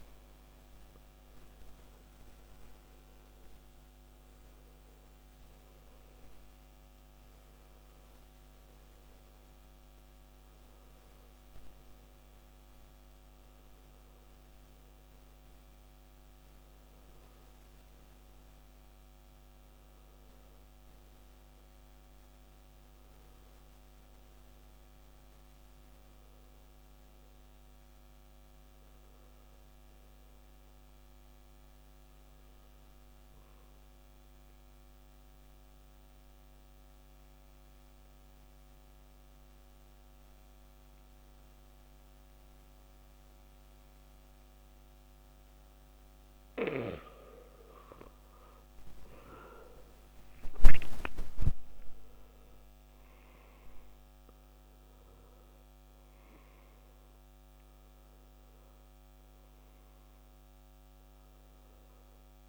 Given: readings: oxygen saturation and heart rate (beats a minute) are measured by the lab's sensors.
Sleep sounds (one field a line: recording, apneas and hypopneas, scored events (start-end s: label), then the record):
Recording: breathing in sleep, hard to hear, by a microphone on the trachea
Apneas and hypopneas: 1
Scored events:
13.00-62.49 s: new sleep stage, N2 (light sleep)
17.00-26.00 s: oxygen desaturation (device-marked, oxygen 95% before, 91% lowest, heart rate 68 before, 50 extreme)
34.50-48.50 s: obstructive apnea (oxygen 98% before, 92% lowest, heart rate 63 before, 50 extreme, up 21 after)
50.50-55.00 s: arousal
From the record:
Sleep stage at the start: N1 (lightest sleep)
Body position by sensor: on the back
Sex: male